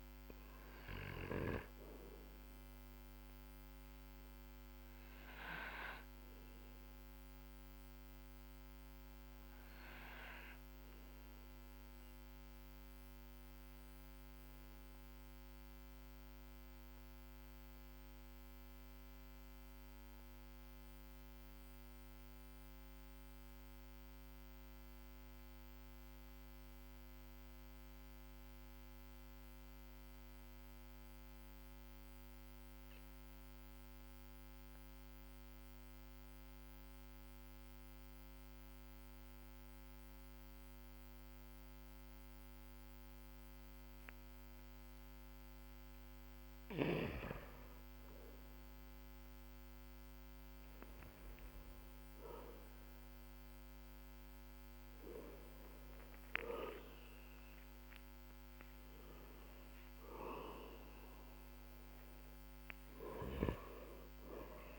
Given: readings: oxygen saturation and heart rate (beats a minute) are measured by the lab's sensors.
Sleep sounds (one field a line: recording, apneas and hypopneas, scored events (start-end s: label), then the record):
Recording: breathing in sleep by a microphone on the trachea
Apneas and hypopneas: 1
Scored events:
0.00-24.50 s: oxygen desaturation (device-marked, oxygen 93% lowest, heart rate 46 extreme)
2.00-50.00 s: obstructive apnea (oxygen 99% before, 91% lowest, heart rate 55 before, 45 extreme, up 5 after)
55.00-61.50 s: arousal
From the record:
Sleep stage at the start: N2 (light sleep)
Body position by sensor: on the back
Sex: male